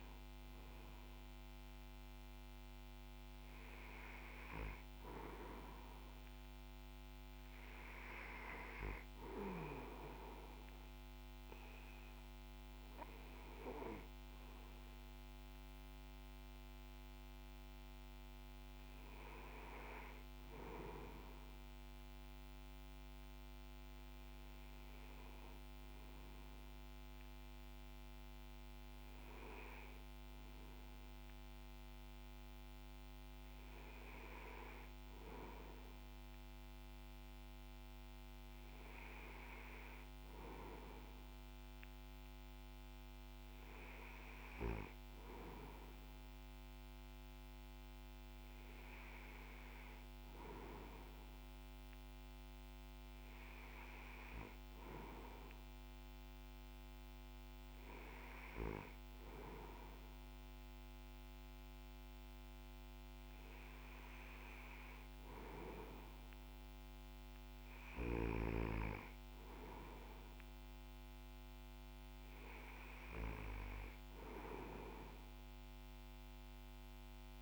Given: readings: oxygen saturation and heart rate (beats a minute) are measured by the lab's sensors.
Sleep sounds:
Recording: breathing in sleep by a microphone on the trachea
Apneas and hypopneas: none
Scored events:
none scored
From the record:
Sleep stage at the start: N2 (light sleep)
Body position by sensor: on the back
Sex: male

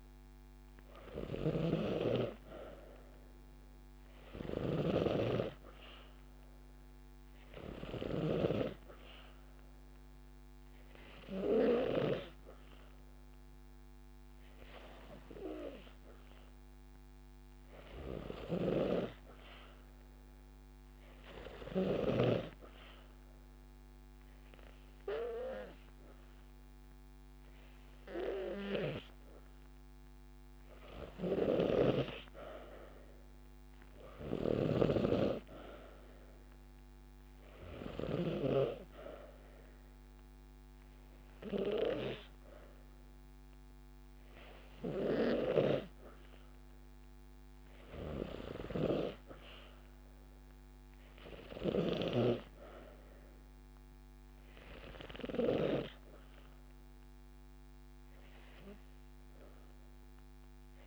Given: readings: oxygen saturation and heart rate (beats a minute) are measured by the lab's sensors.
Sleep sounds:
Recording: breathing in sleep by a microphone on the trachea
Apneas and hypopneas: 1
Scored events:
17.00-20.00 s: arousal
21.50-32.50 s: obstructive apnea (oxygen 95% before, 92% lowest)
34.50-37.50 s: arousal
From the record:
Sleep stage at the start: N2 (light sleep)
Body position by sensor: on the back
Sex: female

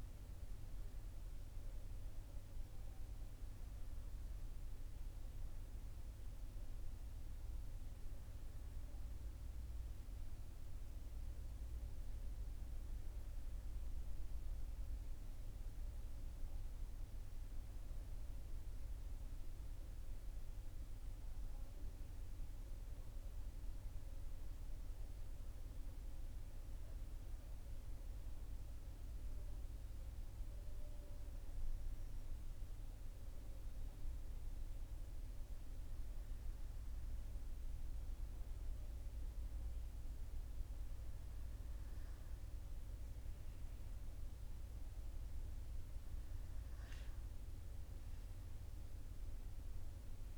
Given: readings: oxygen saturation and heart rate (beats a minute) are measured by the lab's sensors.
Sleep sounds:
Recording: breathing in sleep, hard to hear, by a room microphone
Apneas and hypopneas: none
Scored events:
none scored
From the record:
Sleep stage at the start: N1 (lightest sleep)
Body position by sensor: on the right side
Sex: male

